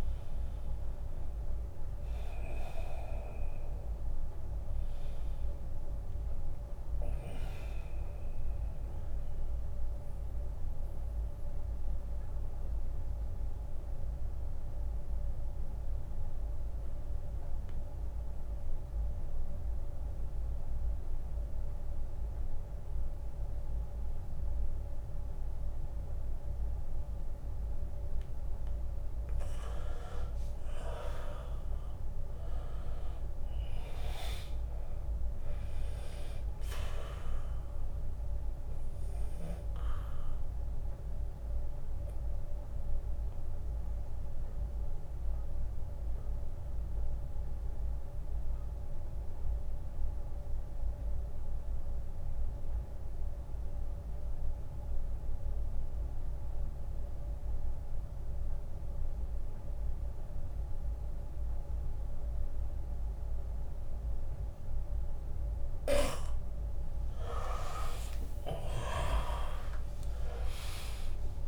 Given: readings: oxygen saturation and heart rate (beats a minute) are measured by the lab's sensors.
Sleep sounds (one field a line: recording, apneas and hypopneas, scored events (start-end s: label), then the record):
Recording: breathing in sleep by a room microphone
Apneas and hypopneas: 2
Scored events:
0.00-6.00 s: oxygen desaturation (device-marked, oxygen 81% lowest, heart rate 69 extreme)
8.50-28.00 s: mixed apnea (oxygen 100% before, 83% lowest, heart rate 78 before, 69 extreme, up 5 after)
30.00-33.50 s: arousal
32.00-55.00 s: oxygen desaturation (device-marked, oxygen 100% before, 88% lowest, heart rate 78 before, 73 extreme)
41.50-64.50 s: obstructive apnea (oxygen 100% before, 83% lowest, heart rate 80 before, 73 extreme, up 10 after)
66.50-71.00 s: arousal
67.00-71.48 s: oxygen desaturation (device-marked, oxygen 99% before, 83% lowest, heart rate 78 before, 76 extreme)
70.00-71.48 s: drop in pulse transit time (device-marked, heart rate 77 before, 81 extreme)
From the record:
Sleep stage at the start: N2 (light sleep)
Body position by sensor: on the back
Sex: male